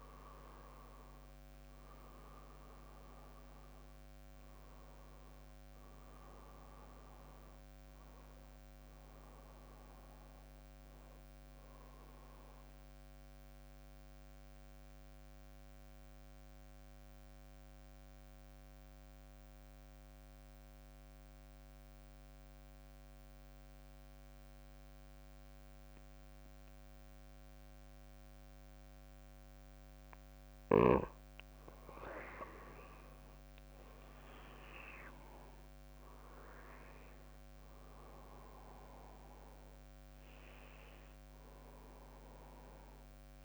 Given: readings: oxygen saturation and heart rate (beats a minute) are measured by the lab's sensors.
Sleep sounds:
breathing in sleep by a microphone on the trachea; 1
0.00-2.00 s: arousal
0.00-11.00 s: drop in pulse transit time (device-marked, heart rate 62 extreme)
1.00-21.00 s: oxygen desaturation (device-marked, oxygen 96% before, 92% lowest, heart rate 63 before, 52 extreme)
13.00-30.50 s: mixed apnea (oxygen 96% before, 91% lowest, heart rate 67 before, 52 extreme, up 17 after)
32.00-38.00 s: arousal
33.00-43.45 s: drop in pulse transit time (device-marked, heart rate 56 before, 64 extreme)
34.00-43.45 s: oxygen desaturation (device-marked, oxygen 98% before, 91% lowest, heart rate 57 before, 54 extreme)
From the record:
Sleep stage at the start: N2 (light sleep); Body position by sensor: on the back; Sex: male

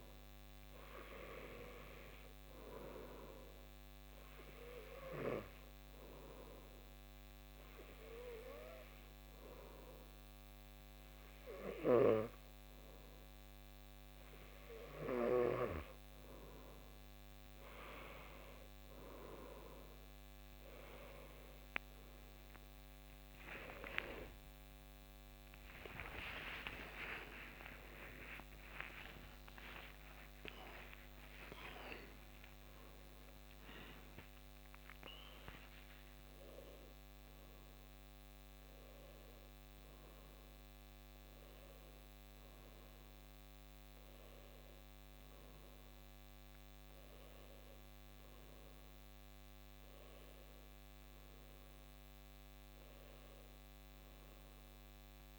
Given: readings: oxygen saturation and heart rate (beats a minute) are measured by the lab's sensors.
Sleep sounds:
breathing in sleep by a microphone on the trachea; 1
2.00-15.50 s: hypopnea (oxygen 96% before, 93% lowest)
23.00-29.50 s: arousal
28.50-55.39 s: new sleep stage, N1 (lightest sleep)
From the record:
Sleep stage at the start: N2 (light sleep); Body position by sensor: on the back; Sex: male

